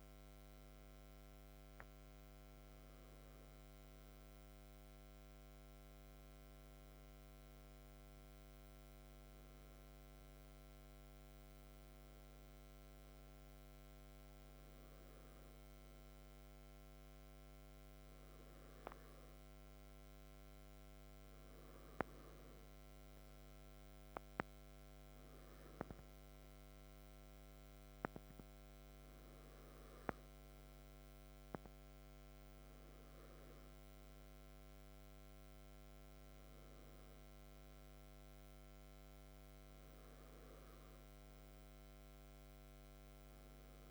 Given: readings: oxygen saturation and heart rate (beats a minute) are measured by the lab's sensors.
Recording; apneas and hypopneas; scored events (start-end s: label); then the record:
breathing in sleep, hard to hear, by a microphone on the trachea; none
none scored
From the record:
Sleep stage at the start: REM sleep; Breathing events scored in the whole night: 71 in 5.8 hours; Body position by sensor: on the back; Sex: male